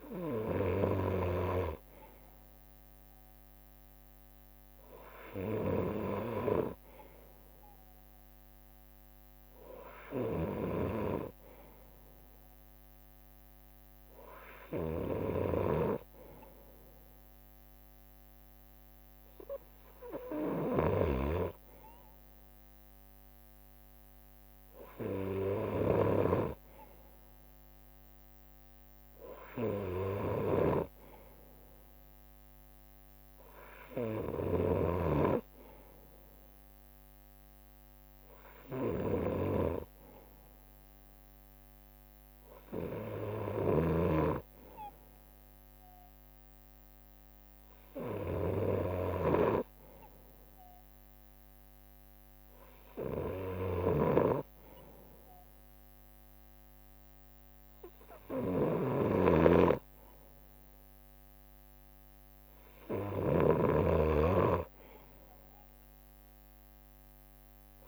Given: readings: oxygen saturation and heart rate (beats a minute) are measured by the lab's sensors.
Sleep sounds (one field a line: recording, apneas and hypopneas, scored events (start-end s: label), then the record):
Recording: breathing in sleep by a microphone on the trachea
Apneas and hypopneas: none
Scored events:
2.00-21.00 s: drop in pulse transit time (device-marked, heart rate 65 before, 63 extreme)
6.50-8.00 s: leg movement (device-marked)
15.50-22.00 s: leg movement (device-marked)
20.50-34.50 s: snoring (device-marked)
29.00-34.50 s: leg movement (device-marked)
36.00-66.00 s: drop in pulse transit time (device-marked, heart rate 65 before, 63 extreme)
47.50-51.00 s: leg movement (device-marked)
53.50-67.88 s: snoring (device-marked)
54.50-59.00 s: leg movement (device-marked)
59.00-63.00 s: leg movement (device-marked)
From the record:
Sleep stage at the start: N2 (light sleep)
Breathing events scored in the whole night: 150 in 4.4 hours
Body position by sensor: on the right side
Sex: male